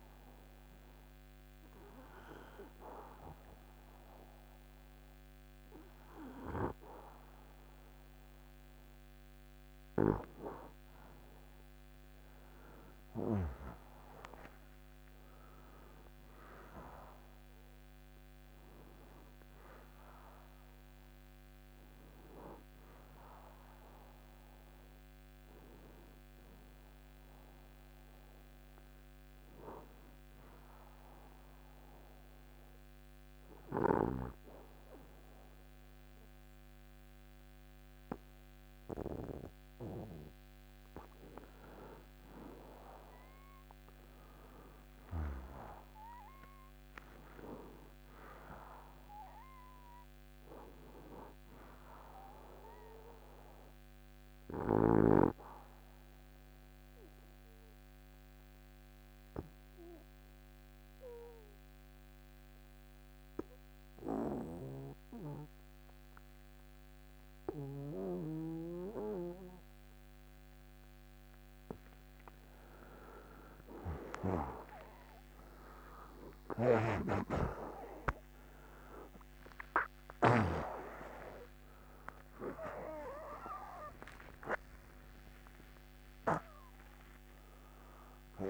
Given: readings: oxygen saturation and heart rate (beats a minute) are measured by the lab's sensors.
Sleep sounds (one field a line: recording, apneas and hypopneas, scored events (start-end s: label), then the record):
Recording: breathing in sleep by a microphone on the trachea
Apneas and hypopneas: 2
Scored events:
10.00-70.00 s: new sleep stage, N2 (light sleep)
30.00-41.50 s: hypopnea (oxygen 95% before, 91% lowest, heart rate 77 before, 59 extreme, up 21 after)
44.00-49.50 s: arousal
52.00-68.00 s: oxygen desaturation (device-marked, oxygen 95% before, 91% lowest, heart rate 69 before, 59 extreme)
56.00-71.50 s: obstructive apnea (oxygen 95% before, 91% lowest, heart rate 68 before, 59 extreme)
70.00-88.50 s: new sleep stage, awake
From the record:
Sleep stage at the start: N1 (lightest sleep)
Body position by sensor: on the back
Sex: male